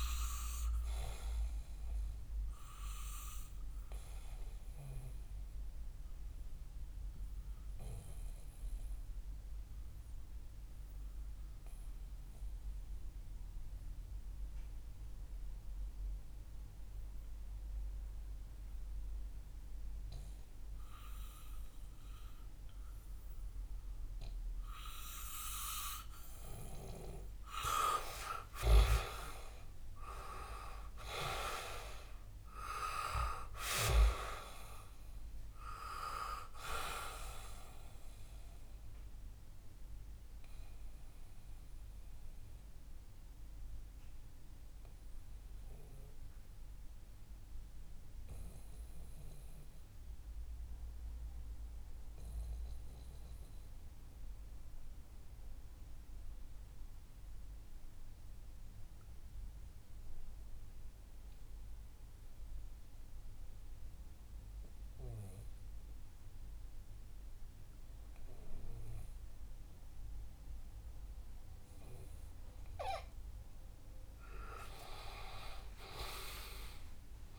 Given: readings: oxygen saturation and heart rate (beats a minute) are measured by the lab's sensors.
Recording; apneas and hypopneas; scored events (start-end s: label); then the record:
breathing in sleep by a room microphone; 2
0.00-22.50 s: oxygen desaturation (device-marked, oxygen 89% lowest, heart rate 61 extreme)
2.00-25.00 s: obstructive apnea (oxygen 98% before, 89% lowest, heart rate 65 before, 60 extreme, up 9 after)
27.00-31.00 s: arousal
37.50-72.50 s: obstructive apnea (oxygen 97% before, 87% lowest, heart rate 68 before, 60 extreme, up 7 after)
39.50-57.50 s: oxygen desaturation (device-marked, oxygen 96% before, 90% lowest, heart rate 69 before, 60 extreme)
74.50-77.39 s: arousal
74.50-77.39 s: oxygen desaturation (device-marked, oxygen 97% before, 92% lowest, heart rate 64 before, 60 extreme)
From the record:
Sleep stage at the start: N2 (light sleep); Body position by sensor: on the back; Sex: male